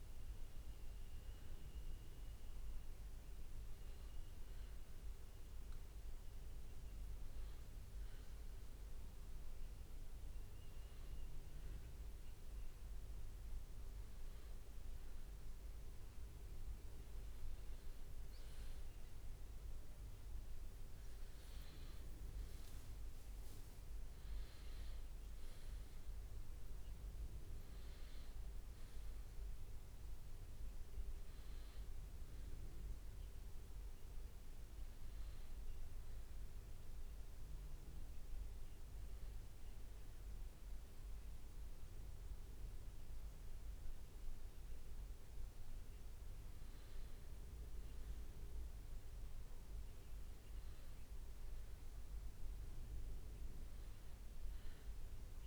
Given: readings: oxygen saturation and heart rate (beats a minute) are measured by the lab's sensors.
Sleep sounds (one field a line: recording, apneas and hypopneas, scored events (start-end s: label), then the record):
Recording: breathing in sleep, hard to hear, by a room microphone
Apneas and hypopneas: none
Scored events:
22.00-26.50 s: arousal
From the record:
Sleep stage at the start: N1 (lightest sleep)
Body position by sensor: on the back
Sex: male